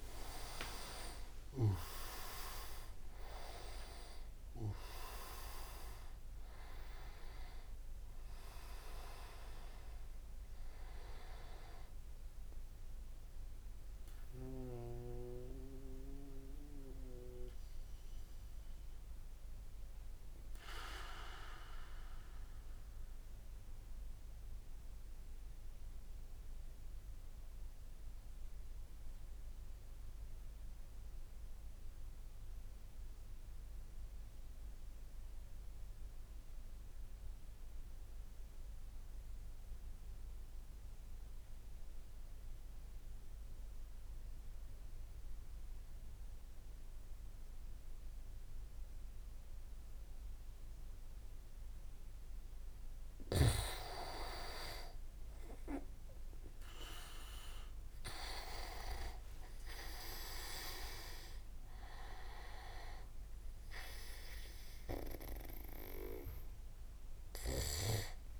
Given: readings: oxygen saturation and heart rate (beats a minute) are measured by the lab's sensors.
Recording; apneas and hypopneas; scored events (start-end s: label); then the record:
breathing in sleep by a room microphone; 1
0.00-2.50 s: arousal
0.00-6.00 s: leg movement (device-marked)
0.00-14.00 s: oxygen desaturation (device-marked, oxygen 93% lowest)
14.50-53.00 s: mixed apnea (oxygen 98% before, 93% lowest)
54.00-64.00 s: oxygen desaturation (device-marked, oxygen 99% before, 95% lowest)
55.00-68.40 s: tachycardia (device-marked)
57.00-61.50 s: arousal
From the record:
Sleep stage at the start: N2 (light sleep); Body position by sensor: on the back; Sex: male